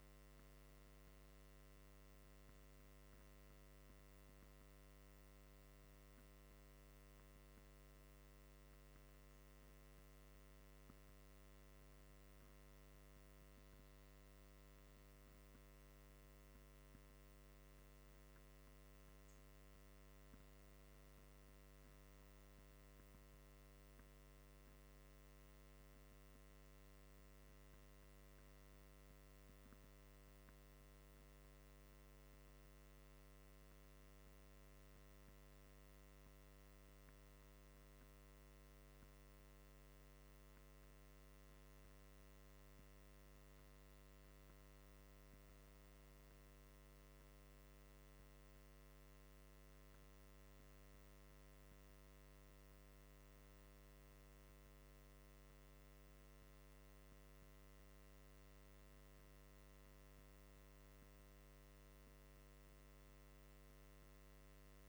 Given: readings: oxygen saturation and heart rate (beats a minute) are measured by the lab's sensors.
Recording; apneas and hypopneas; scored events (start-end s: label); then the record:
a person awake in a sleep study, hard to hear, by a microphone on the trachea; none
42.00-64.89 s: new sleep stage, N1 (lightest sleep)
From the record:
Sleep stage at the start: awake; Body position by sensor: on the right side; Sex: male